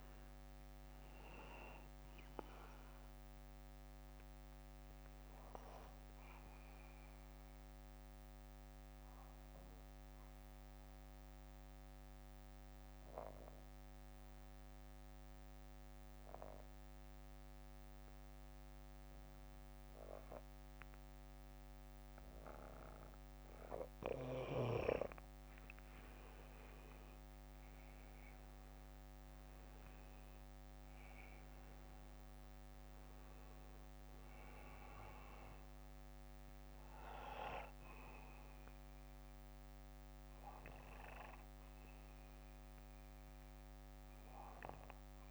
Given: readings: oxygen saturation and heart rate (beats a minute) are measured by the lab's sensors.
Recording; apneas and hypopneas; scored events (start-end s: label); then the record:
breathing in sleep by a microphone on the trachea; 1
0.00-24.00 s: oxygen desaturation (device-marked, oxygen 91% lowest, heart rate 49 extreme)
1.00-26.00 s: bradycardia (device-marked, heart rate 60 before, 49 extreme)
8.00-25.50 s: obstructive apnea (oxygen 97% before, 91% lowest, heart rate 63 before, 52 extreme, up 19 after)
29.50-33.00 s: arousal
34.00-45.31 s: bradycardia (device-marked, heart rate 60 before, 53 extreme)
44.00-45.31 s: oxygen desaturation (device-marked, oxygen 95% before, 92% lowest, heart rate 62 before, 55 extreme)
From the record:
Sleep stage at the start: N2 (light sleep); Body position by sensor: on the back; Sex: male